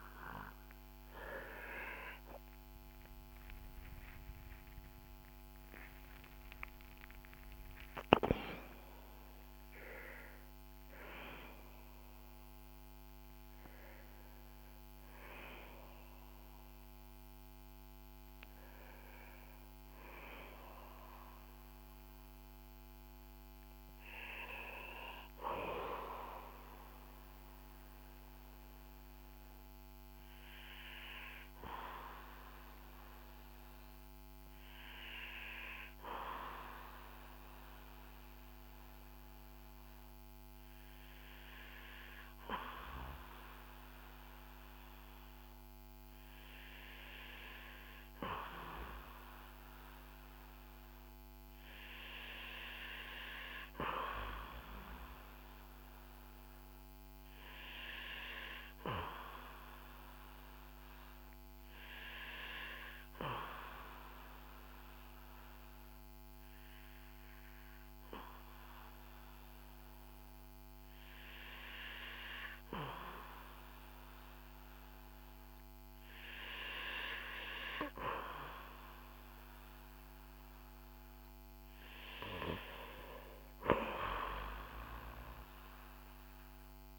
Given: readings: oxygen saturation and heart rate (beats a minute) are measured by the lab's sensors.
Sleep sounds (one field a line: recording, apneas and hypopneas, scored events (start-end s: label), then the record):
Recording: breathing in sleep by a microphone on the trachea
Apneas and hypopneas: 2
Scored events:
0.50-6.50 s: arousal
8.50-14.50 s: oxygen desaturation (device-marked, oxygen 95% before, 92% lowest, heart rate 65 before, 48 extreme)
26.00-45.50 s: hypopnea (oxygen 95% before, 92% lowest, heart rate 71 before, 48 extreme, up 11 after)
46.00-51.00 s: arousal
63.50-74.50 s: obstructive apnea (oxygen 97% before, 92% lowest, heart rate 57 before, 51 extreme, up 3 after)
77.00-81.50 s: arousal
From the record:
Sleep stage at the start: REM sleep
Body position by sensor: on the back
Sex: male